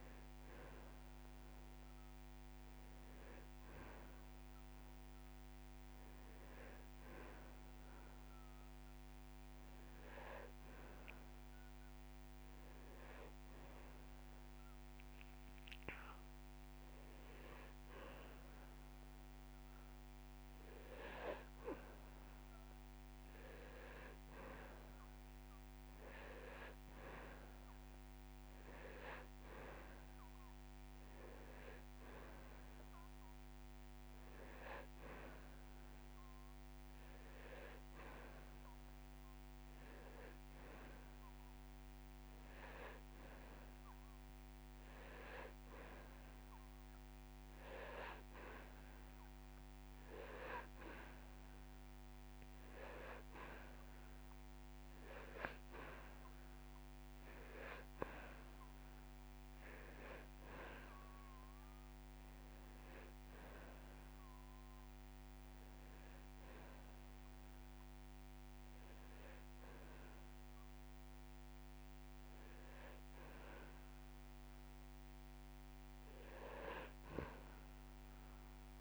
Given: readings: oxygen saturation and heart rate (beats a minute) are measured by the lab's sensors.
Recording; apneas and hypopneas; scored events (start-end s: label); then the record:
breathing in sleep by a microphone on the trachea; none
22.00-24.00 s: long interval between heartbeats (device-marked)
25.50-36.50 s: drop in pulse transit time (device-marked)
66.00-68.00 s: long interval between heartbeats (device-marked)
75.50-78.81 s: drop in pulse transit time (device-marked)
From the record:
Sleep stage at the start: N2 (light sleep); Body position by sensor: on the back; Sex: male